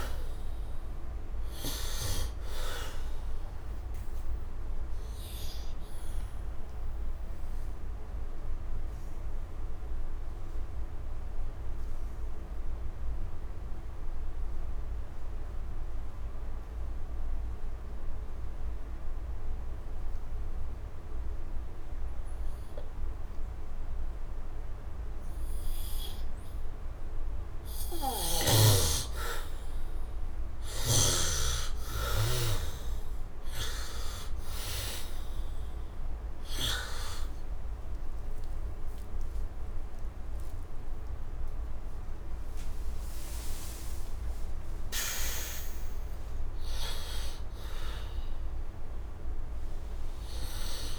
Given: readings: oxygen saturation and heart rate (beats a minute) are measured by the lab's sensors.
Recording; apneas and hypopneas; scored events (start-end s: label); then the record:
breathing in sleep by a room microphone; 1
0.00-3.00 s: arousal
0.50-17.50 s: oxygen desaturation (device-marked, oxygen 99% before, 81% lowest, heart rate 72 before, 67 extreme)
7.50-27.50 s: obstructive apnea (oxygen 99% before, 73% lowest, heart rate 77 before, 67 extreme, up 15 after)
26.50-50.99 s: oxygen desaturation (device-marked, oxygen 97% before, 73% lowest, heart rate 70 before, 65 extreme)
29.50-34.50 s: arousal
From the record:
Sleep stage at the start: N2 (light sleep); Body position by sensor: on the back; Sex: male